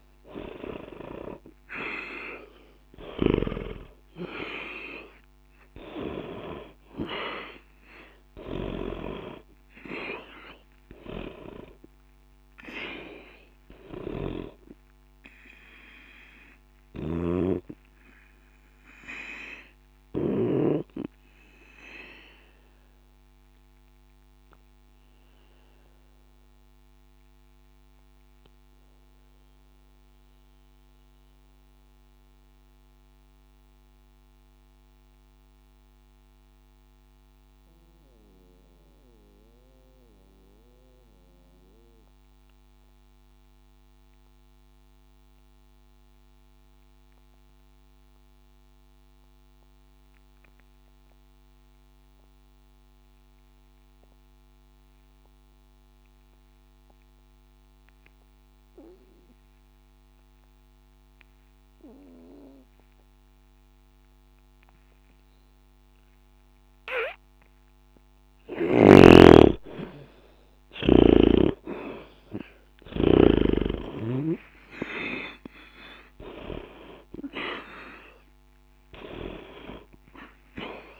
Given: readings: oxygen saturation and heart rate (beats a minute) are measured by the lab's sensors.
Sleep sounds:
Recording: breathing in sleep by a microphone on the trachea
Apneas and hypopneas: 1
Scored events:
0.00-1.50 s: arousal
0.00-43.00 s: oxygen desaturation (device-marked, oxygen 78% lowest, heart rate 60 extreme)
17.50-65.50 s: obstructive apnea (oxygen 97% before, 75% lowest, heart rate 60 before, 60 extreme, up 0 after)
60.00-81.00 s: oxygen desaturation (device-marked, oxygen 99% before, 89% lowest, heart rate 60 before, 60 extreme)
71.00-75.00 s: arousal
From the record:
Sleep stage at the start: N2 (light sleep)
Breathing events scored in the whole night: 189 in 3.6 hours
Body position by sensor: on the back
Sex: male

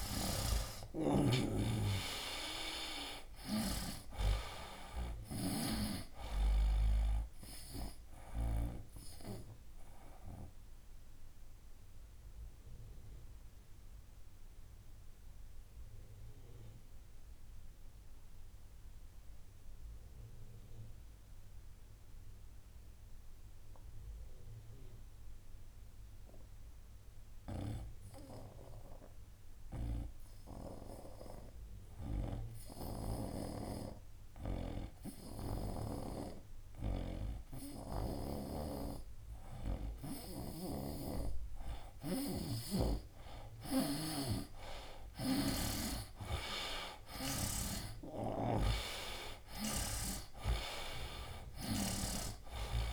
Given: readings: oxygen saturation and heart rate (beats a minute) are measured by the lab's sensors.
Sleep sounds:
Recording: breathing in sleep by a room microphone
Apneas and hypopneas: 1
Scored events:
0.00-3.00 s: arousal
0.00-5.50 s: snoring (device-marked)
0.00-31.50 s: oxygen desaturation (device-marked, oxygen 79% lowest, heart rate 64 extreme)
9.50-39.00 s: obstructive apnea (oxygen 97% before, 79% lowest, heart rate 76 before, 64 extreme, up 10 after)
37.50-52.93 s: oxygen desaturation (device-marked, oxygen 96% before, 79% lowest, heart rate 65 before, 64 extreme)
41.50-44.00 s: arousal
45.00-48.50 s: snoring (device-marked)
From the record:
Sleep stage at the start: N2 (light sleep)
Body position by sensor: on the right side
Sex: male

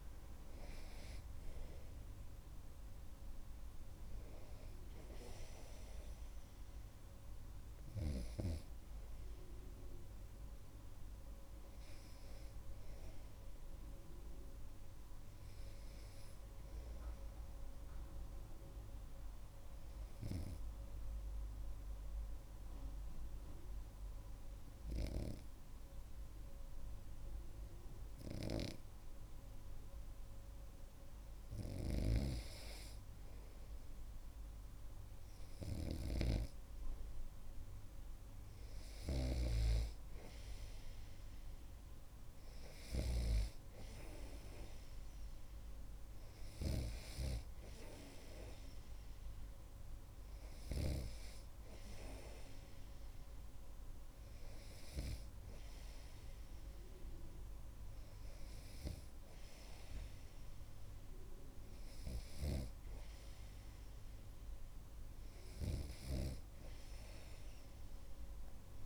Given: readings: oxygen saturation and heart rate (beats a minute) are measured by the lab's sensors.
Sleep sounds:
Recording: breathing in sleep by a room microphone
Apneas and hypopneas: 1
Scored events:
18.50-31.00 s: obstructive apnea (oxygen 97% before, 96% lowest)
32.00-43.50 s: snoring (device-marked)
33.00-37.00 s: arousal
62.50-66.50 s: snoring (device-marked)
From the record:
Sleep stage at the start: N2 (light sleep)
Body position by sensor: on the right side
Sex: male

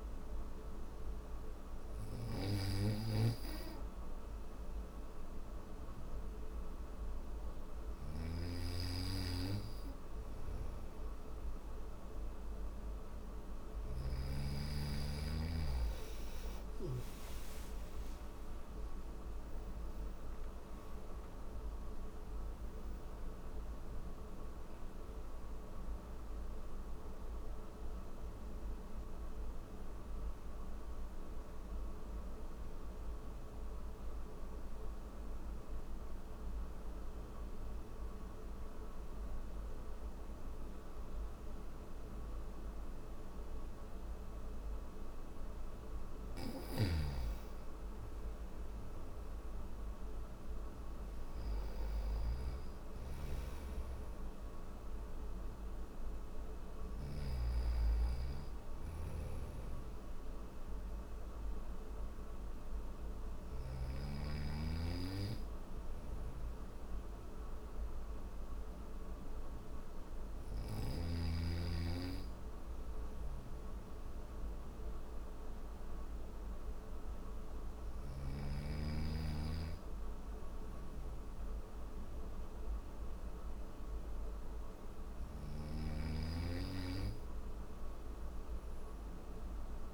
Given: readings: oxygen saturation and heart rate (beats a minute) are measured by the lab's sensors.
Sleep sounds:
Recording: breathing in sleep by a room microphone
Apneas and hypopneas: none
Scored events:
1.00-16.00 s: snoring (device-marked)
45.50-56.50 s: snoring (device-marked)
57.50-72.50 s: oxygen desaturation (device-marked, oxygen 98% before, 94% lowest, heart rate 65 before, 64 extreme)
68.50-89.94 s: new sleep stage, N1 (lightest sleep)
From the record:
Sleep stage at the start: N3 (deep sleep)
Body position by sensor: on the back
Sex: male

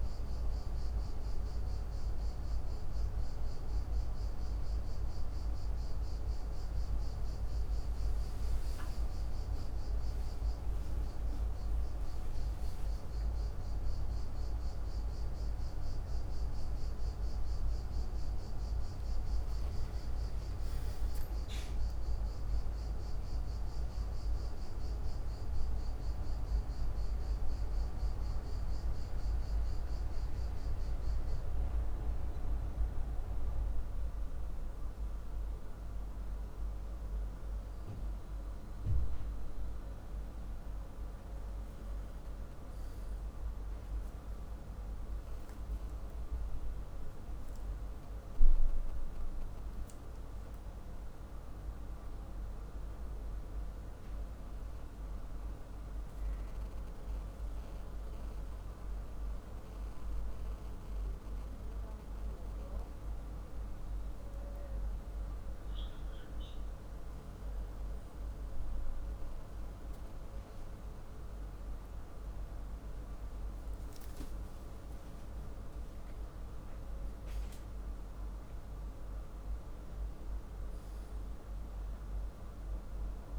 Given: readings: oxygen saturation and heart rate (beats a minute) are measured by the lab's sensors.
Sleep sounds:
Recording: a person partly awake in a sleep study, hard to hear, by a room microphone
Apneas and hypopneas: none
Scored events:
23.50-83.39 s: new sleep stage, N1 (lightest sleep)
77.00-81.50 s: arousal
From the record:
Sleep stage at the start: awake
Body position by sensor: on the back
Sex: male

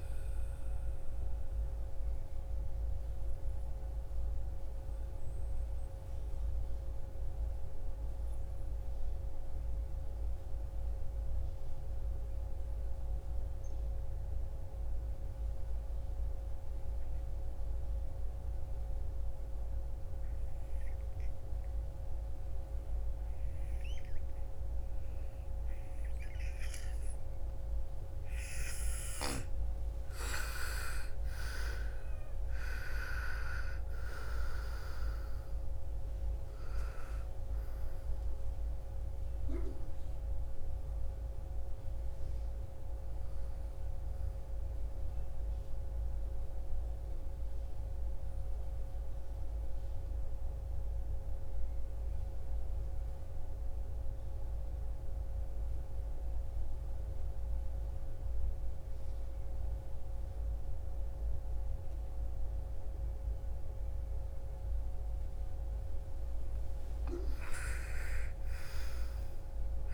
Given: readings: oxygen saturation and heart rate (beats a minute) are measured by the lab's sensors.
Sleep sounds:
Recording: breathing in sleep by a room microphone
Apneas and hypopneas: 2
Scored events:
0.00-9.00 s: oxygen desaturation (device-marked, oxygen 88% lowest, heart rate 51 extreme)
0.50-28.50 s: obstructive apnea (oxygen 99% before, 83% lowest, heart rate 59 before, 51 extreme, up 22 after)
24.00-57.00 s: oxygen desaturation (device-marked, oxygen 99% before, 83% lowest, heart rate 56 before, 52 extreme)
29.50-33.00 s: arousal
45.00-65.00 s: obstructive apnea (oxygen 98% before, 83% lowest, heart rate 64 before, 47 extreme, up 12 after)
66.50-69.94 s: arousal
From the record:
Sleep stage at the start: N2 (light sleep)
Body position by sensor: on the right side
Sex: female

